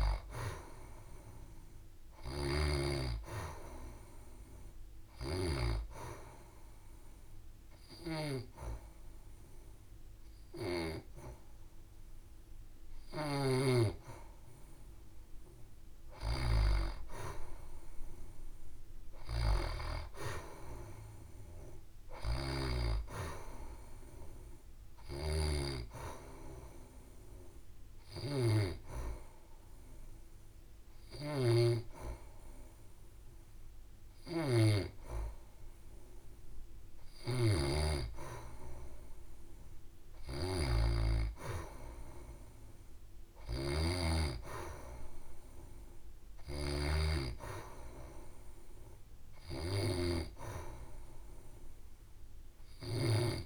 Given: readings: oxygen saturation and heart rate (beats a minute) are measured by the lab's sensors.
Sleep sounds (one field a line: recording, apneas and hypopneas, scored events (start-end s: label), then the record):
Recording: breathing in sleep by a room microphone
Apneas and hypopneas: 2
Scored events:
0.00-1.50 s: arousal
5.50-15.50 s: obstructive apnea (oxygen 93% before, 89% lowest, heart rate 69 before, 67 extreme, up 1 after)
8.00-21.00 s: oxygen desaturation (device-marked, oxygen 93% before, 90% lowest, heart rate 69 before, 67 extreme)
18.00-22.00 s: arousal
25.00-42.00 s: oxygen desaturation (device-marked, oxygen 94% before, 89% lowest, heart rate 71 before, 68 extreme)
26.00-38.00 s: hypopnea (oxygen 94% before, 89% lowest, heart rate 71 before, 68 extreme, up 2 after)
42.50-47.50 s: arousal
From the record:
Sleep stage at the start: N2 (light sleep)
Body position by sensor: on the back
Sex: female